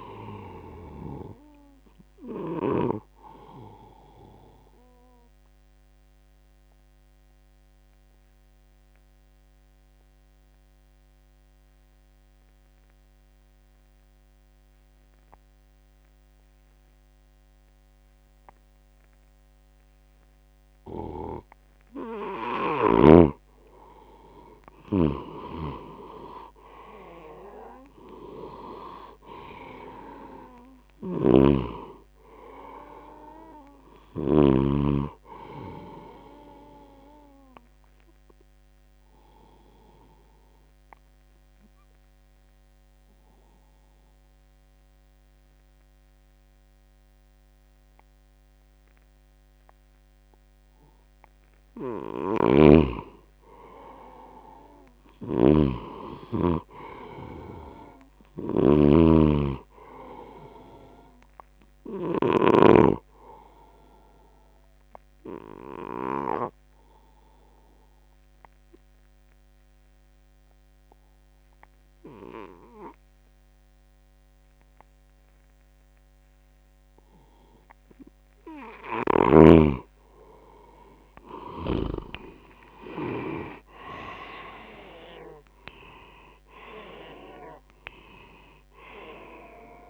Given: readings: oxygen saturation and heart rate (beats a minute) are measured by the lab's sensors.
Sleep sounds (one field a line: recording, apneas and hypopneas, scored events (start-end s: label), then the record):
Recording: breathing in sleep by a microphone on the trachea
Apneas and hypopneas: 3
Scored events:
0.00-13.00 s: oxygen desaturation (device-marked, oxygen 91% lowest, heart rate 71 extreme)
3.00-20.50 s: obstructive apnea (oxygen 97% before, 88% lowest, heart rate 73 before, 71 extreme, up 4 after)
22.00-46.00 s: oxygen desaturation (device-marked, oxygen 97% before, 88% lowest, heart rate 79 before, 68 extreme)
24.50-28.50 s: arousal
31.00-34.50 s: snoring (device-marked)
37.50-51.00 s: obstructive apnea (oxygen 97% before, 88% lowest, heart rate 75 before, 68 extreme, up 1 after)
52.00-62.50 s: snoring (device-marked)
53.50-56.50 s: arousal
57.00-77.00 s: oxygen desaturation (device-marked, oxygen 97% before, 90% lowest, heart rate 80 before, 65 extreme)
64.50-78.00 s: obstructive apnea (oxygen 97% before, 89% lowest, heart rate 79 before, 65 extreme, up 2 after)
80.50-86.50 s: arousal
82.00-89.90 s: oxygen desaturation (device-marked, oxygen 97% before, 89% lowest, heart rate 73 before, 66 extreme)
From the record:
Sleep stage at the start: N2 (light sleep)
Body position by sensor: on the left side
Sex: male